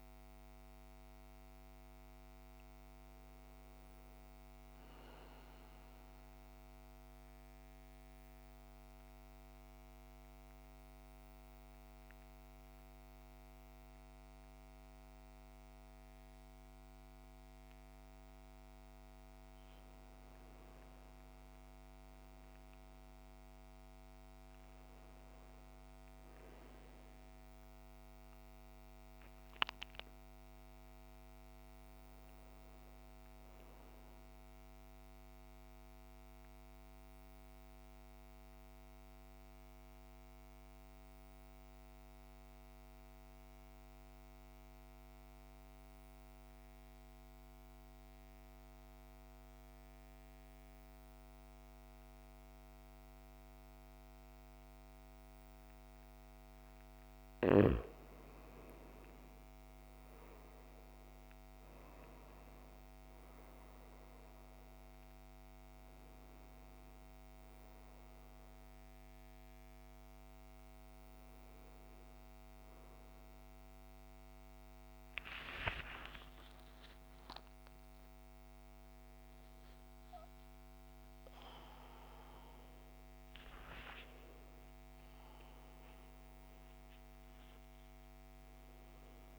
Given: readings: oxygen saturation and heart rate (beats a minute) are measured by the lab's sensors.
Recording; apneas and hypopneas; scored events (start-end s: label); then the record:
breathing in sleep, hard to hear, by a microphone on the trachea; 2
0.00-6.50 s: oxygen desaturation (device-marked, oxygen 85% lowest, heart rate 54 extreme)
5.50-19.00 s: central apnea (oxygen 99% before, 87% lowest, heart rate 65 before, 54 extreme, up 12 after)
20.50-24.00 s: arousal
24.50-40.50 s: oxygen desaturation (device-marked, oxygen 99% before, 92% lowest, heart rate 58 before, 52 extreme)
35.00-56.50 s: mixed apnea (oxygen 100% before, 87% lowest, heart rate 62 before, 52 extreme, up 13 after)
54.50-86.50 s: oxygen desaturation (device-marked, oxygen 98% before, 87% lowest, heart rate 57 before, 58 extreme)
56.50-89.39 s: new sleep stage, N1 (lightest sleep)
74.50-79.00 s: arousal
From the record:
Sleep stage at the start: N2 (light sleep); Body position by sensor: on the back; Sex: male